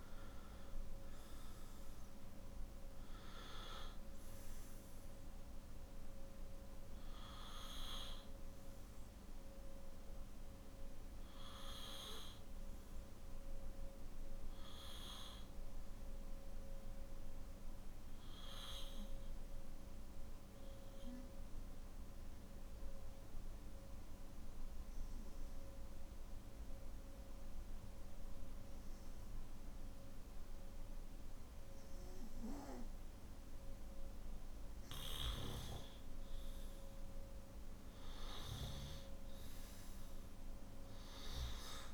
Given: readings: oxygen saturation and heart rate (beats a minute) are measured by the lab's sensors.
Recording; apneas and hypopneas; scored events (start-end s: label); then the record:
breathing in sleep by a room microphone; 1
0.00-14.50 s: oxygen desaturation (device-marked, oxygen 92% lowest, heart rate 53 extreme)
16.00-31.50 s: hypopnea (oxygen 97% before, 92% lowest, heart rate 57 before, 53 extreme, up 7 after)
35.50-41.94 s: oxygen desaturation (device-marked, oxygen 98% before, 92% lowest, heart rate 54 before, 51 extreme)
From the record:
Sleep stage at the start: N1 (lightest sleep); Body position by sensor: on the back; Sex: male